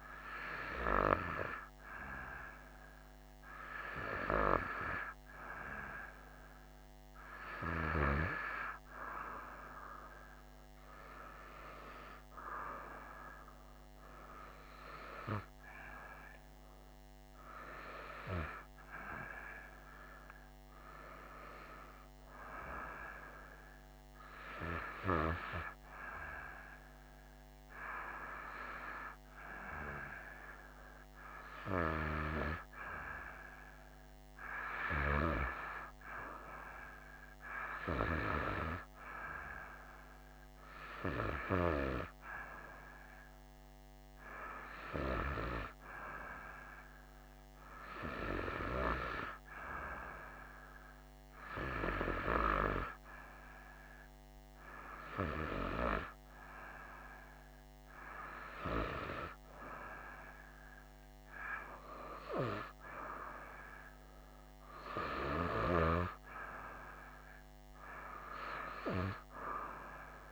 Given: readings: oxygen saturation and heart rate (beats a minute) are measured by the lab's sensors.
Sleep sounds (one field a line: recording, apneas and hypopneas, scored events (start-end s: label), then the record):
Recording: breathing in sleep by a microphone on the trachea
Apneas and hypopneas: none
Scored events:
none scored
From the record:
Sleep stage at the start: N2 (light sleep)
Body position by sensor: on the right side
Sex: female